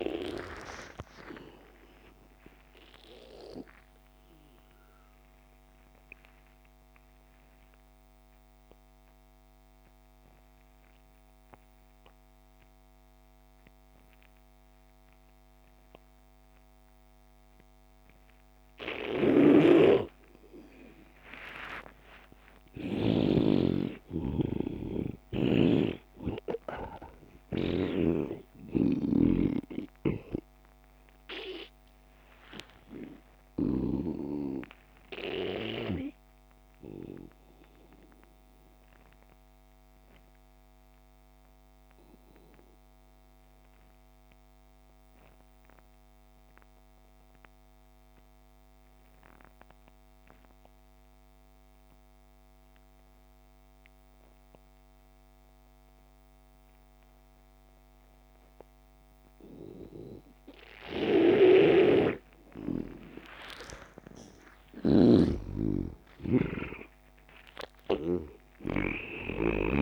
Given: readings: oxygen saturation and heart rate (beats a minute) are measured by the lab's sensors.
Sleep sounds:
breathing in sleep by a microphone on the trachea; 2
0.00-12.00 s: oxygen desaturation (device-marked, oxygen 91% lowest)
2.50-23.50 s: obstructive apnea (oxygen 99% before, 82% lowest)
19.50-23.50 s: snoring (device-marked)
21.00-43.00 s: oxygen desaturation (device-marked, oxygen 98% before, 86% lowest)
25.50-30.00 s: arousal
28.00-34.50 s: snoring (device-marked)
38.00-64.00 s: obstructive apnea (oxygen 98% before, 82% lowest)
57.00-69.81 s: oxygen desaturation (device-marked, oxygen 99% before, 82% lowest)
61.50-69.81 s: snoring (device-marked)
65.50-69.50 s: arousal
From the record:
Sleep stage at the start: N2 (light sleep); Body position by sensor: on the back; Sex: male

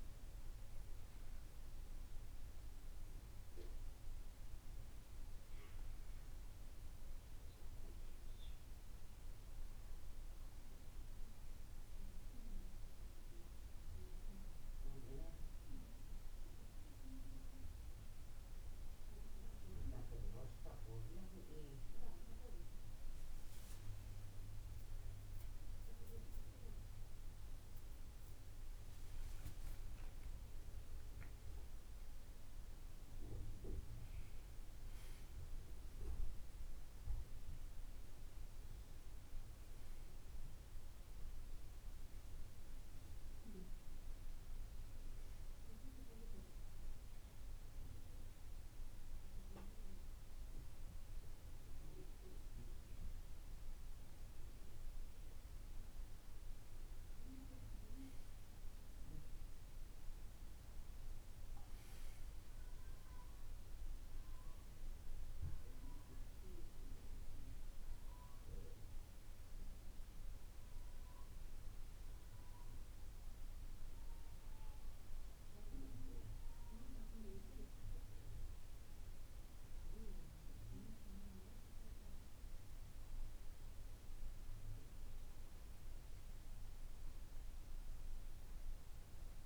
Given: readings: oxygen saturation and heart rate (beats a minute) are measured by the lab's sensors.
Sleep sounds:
breathing in sleep by a room microphone; 2
27.50-31.00 s: arousal
45.00-57.00 s: central apnea (oxygen 94% before, 91% lowest, heart rate 64 before, 59 extreme, up 4 after)
47.00-89.46 s: new sleep stage, N2 (light sleep)
60.50-64.00 s: arousal
66.00-77.00 s: oxygen desaturation (device-marked, oxygen 96% before, 91% lowest, heart rate 62 before, 59 extreme)
72.50-84.50 s: hypopnea (oxygen 96% before, 91% lowest, heart rate 62 before, 59 extreme, up 5 after)
87.00-89.46 s: arousal
From the record:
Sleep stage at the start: N1 (lightest sleep); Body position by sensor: on the back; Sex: male

